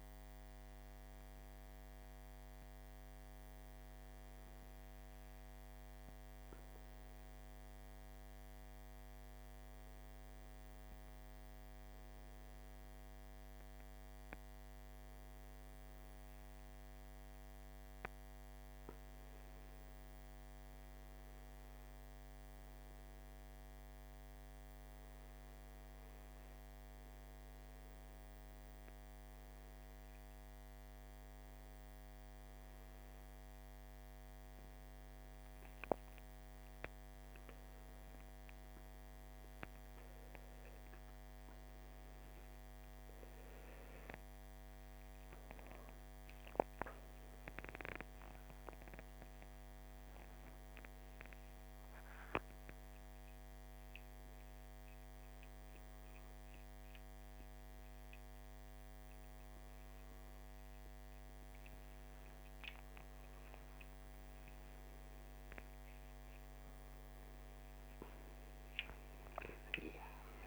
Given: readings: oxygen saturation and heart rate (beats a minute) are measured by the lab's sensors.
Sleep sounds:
a person awake in a sleep study, hard to hear, by a microphone on the trachea; none
66.50-70.47 s: oxygen desaturation (device-marked, oxygen 97% before, 92% lowest, heart rate 60 before, 57 extreme)
From the record:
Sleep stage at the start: awake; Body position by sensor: on the front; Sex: male

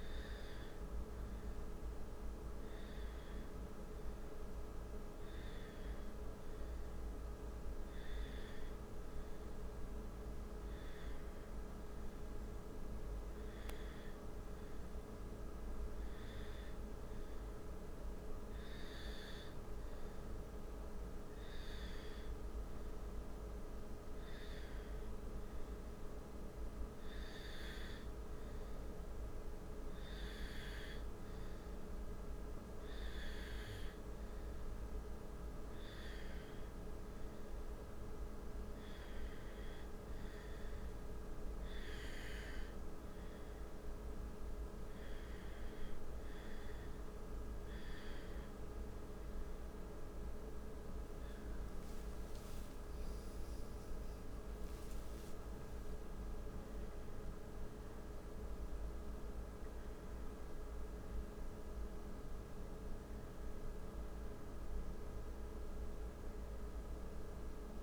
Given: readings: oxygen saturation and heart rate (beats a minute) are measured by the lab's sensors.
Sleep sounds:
breathing in sleep, hard to hear, by a room microphone; none
51.00-56.00 s: arousal
59.00-67.83 s: new sleep stage, N2 (light sleep)
From the record:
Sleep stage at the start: N1 (lightest sleep); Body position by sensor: on the right side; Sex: male

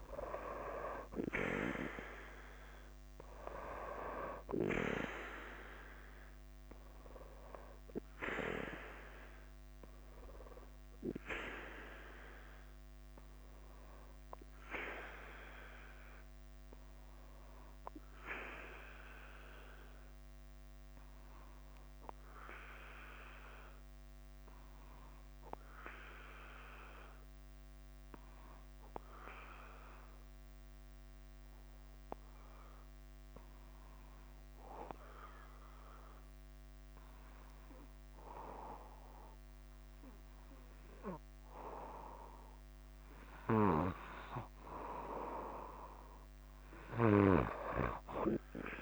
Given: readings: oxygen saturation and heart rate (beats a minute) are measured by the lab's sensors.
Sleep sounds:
breathing in sleep by a microphone on the trachea; 1
0.00-22.50 s: oxygen desaturation (device-marked, oxygen 92% lowest, heart rate 48 extreme)
0.00-48.82 s: bradycardia (device-marked, heart rate 44 extreme)
20.00-43.50 s: obstructive apnea (oxygen 98% before, 92% lowest, heart rate 53 before, 49 extreme, up 0 after)
From the record:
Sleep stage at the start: N2 (light sleep); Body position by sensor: on the back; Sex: male

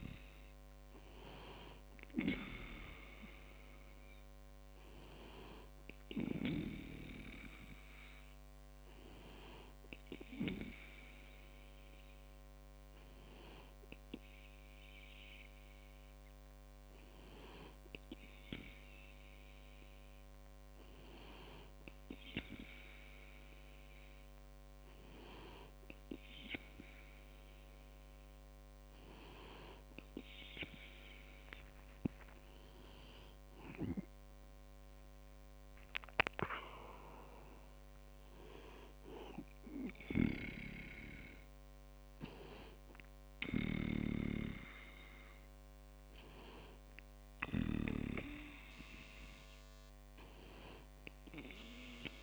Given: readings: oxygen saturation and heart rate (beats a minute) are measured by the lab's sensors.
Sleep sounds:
breathing in sleep by a microphone on the trachea; none
33.00-37.00 s: arousal
From the record:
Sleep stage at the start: N2 (light sleep); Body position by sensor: on the back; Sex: male

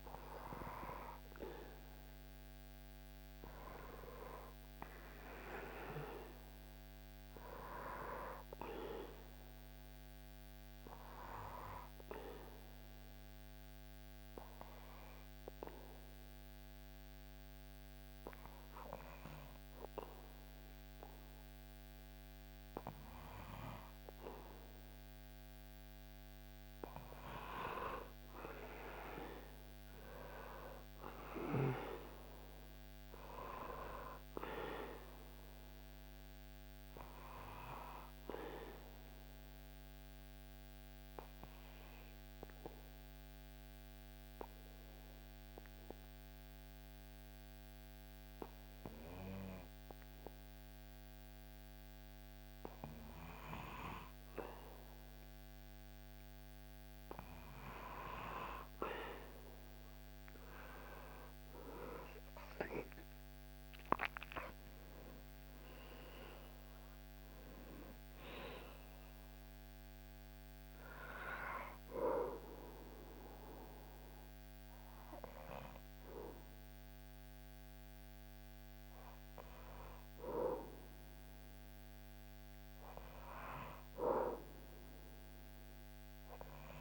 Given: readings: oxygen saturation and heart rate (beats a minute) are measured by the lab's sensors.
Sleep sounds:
breathing in sleep by a microphone on the trachea; 3
6.50-10.00 s: arousal
12.00-24.50 s: obstructive apnea (oxygen 99% before, 96% lowest, heart rate 72 before, 63 extreme, up 11 after)
29.00-33.00 s: arousal
39.00-55.50 s: obstructive apnea (oxygen 98% before, 95% lowest, heart rate 72 before, 64 extreme, up 10 after)
58.50-62.50 s: arousal
71.00-82.00 s: hypopnea (oxygen 98% before, 95% lowest, heart rate 72 before, 64 extreme, up 7 after)
84.00-86.81 s: arousal
From the record:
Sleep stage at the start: N2 (light sleep); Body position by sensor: on the back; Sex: male

